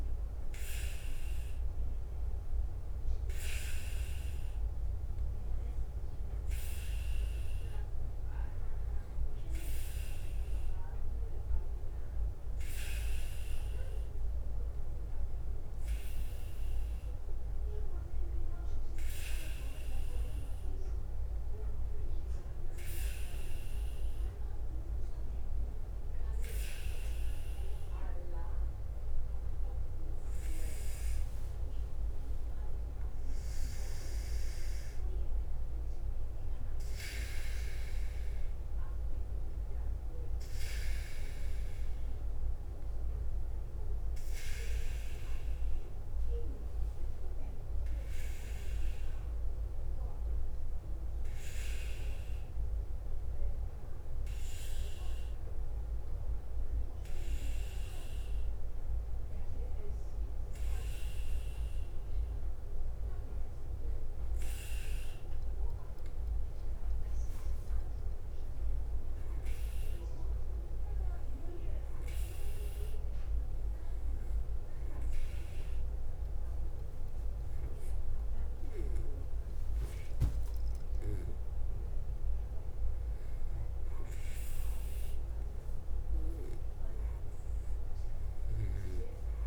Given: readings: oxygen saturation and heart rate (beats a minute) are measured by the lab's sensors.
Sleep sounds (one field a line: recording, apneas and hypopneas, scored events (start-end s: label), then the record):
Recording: breathing in sleep by a room microphone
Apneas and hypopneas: 1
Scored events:
0.00-89.47 s: bradycardia (device-marked, heart rate 52 before, 50 extreme)
19.00-22.50 s: arousal
30.00-89.47 s: new sleep stage, REM sleep
69.50-82.50 s: obstructive apnea (oxygen 97% before, 93% lowest, heart rate 51 before, 51 extreme, up 3 after)
84.50-88.50 s: arousal
From the record:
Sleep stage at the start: N2 (light sleep)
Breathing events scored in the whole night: 259 in 4.3 hours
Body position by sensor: on the back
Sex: male